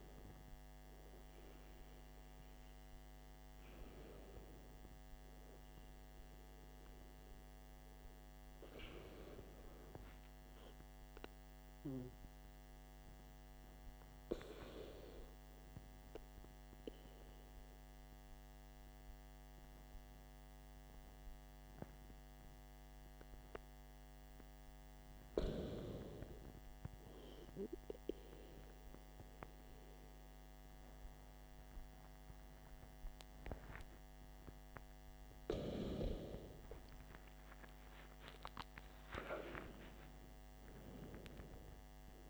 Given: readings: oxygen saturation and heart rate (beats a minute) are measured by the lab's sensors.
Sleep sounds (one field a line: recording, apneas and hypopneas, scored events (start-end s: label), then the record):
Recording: breathing in sleep by a microphone on the trachea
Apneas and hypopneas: 1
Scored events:
14.00-35.00 s: hypopnea (oxygen 94% before, 92% lowest, heart rate 59 before, 53 extreme, up 9 after)
36.00-41.00 s: arousal
From the record:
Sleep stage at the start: N2 (light sleep)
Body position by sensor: on the back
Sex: male